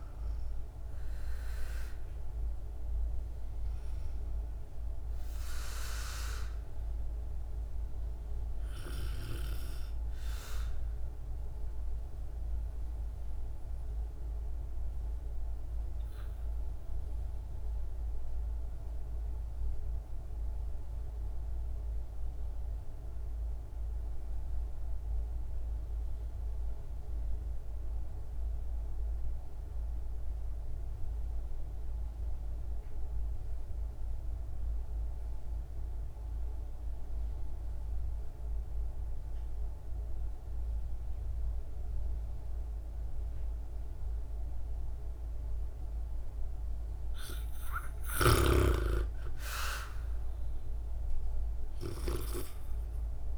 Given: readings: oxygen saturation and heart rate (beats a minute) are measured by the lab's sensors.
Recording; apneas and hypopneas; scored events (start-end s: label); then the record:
breathing in sleep by a room microphone; 1
0.00-19.50 s: oxygen desaturation (device-marked, oxygen 93% lowest, heart rate 54 extreme)
11.00-46.50 s: obstructive apnea (oxygen 99% before, 79% lowest, heart rate 60 before, 51 extreme, up 6 after)
31.50-53.38 s: oxygen desaturation (device-marked, oxygen 98% before, 81% lowest, heart rate 58 before, 51 extreme)
48.50-52.00 s: arousal
From the record:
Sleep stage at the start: REM sleep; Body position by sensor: on the back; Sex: female